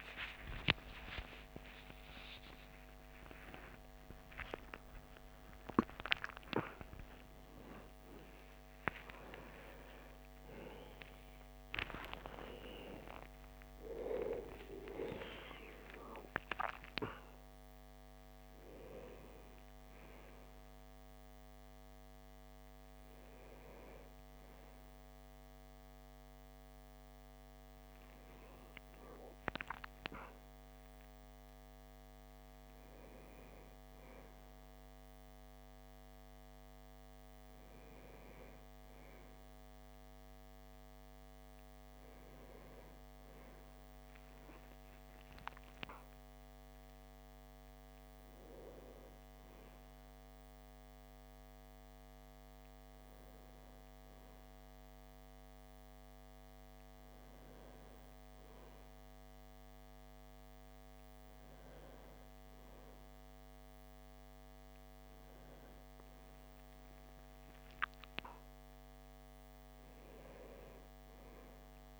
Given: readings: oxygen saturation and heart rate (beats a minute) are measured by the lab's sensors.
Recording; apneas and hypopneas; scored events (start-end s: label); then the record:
a person awake in a sleep study, by a microphone on the trachea; none
32.50-35.50 s: oxygen desaturation (device-marked, oxygen 96% before, 93% lowest, heart rate 66 before, 64 extreme)
48.50-72.00 s: new sleep stage, N1 (lightest sleep)
From the record:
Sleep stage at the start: awake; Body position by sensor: on the back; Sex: male